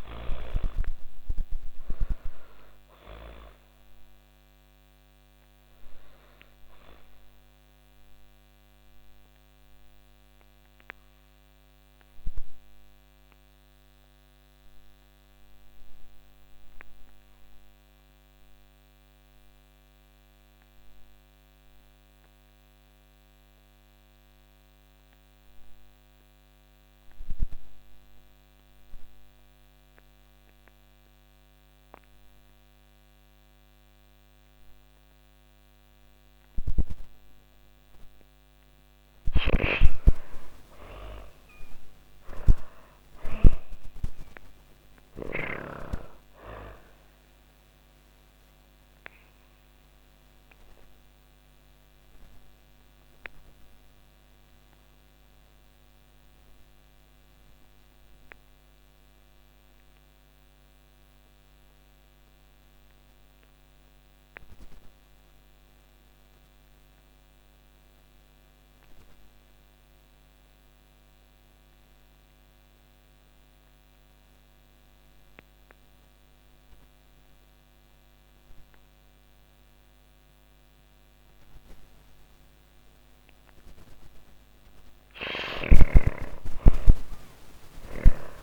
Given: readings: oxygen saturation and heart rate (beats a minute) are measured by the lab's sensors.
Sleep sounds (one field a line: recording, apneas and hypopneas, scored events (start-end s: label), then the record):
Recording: breathing in sleep by a microphone on the trachea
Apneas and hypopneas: 2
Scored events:
0.00-24.00 s: oxygen desaturation (device-marked, oxygen 62% lowest, heart rate 67 extreme)
7.50-37.00 s: obstructive apnea (oxygen 84% before, 62% lowest, heart rate 127 before, 67 extreme)
29.00-66.00 s: oxygen desaturation (device-marked, oxygen 99% before, 74% lowest, heart rate 112 before, 69 extreme)
38.00-42.00 s: arousal
38.00-44.50 s: snoring (device-marked)
48.00-83.00 s: obstructive apnea (oxygen 99% before, 72% lowest, heart rate 114 before, 69 extreme, up 28 after)
80.00-88.43 s: oxygen desaturation (device-marked, oxygen 98% before, 77% lowest, heart rate 127 before, 115 extreme)
84.00-88.00 s: arousal
84.00-88.43 s: snoring (device-marked)
From the record:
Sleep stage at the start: N2 (light sleep)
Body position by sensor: on the back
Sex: female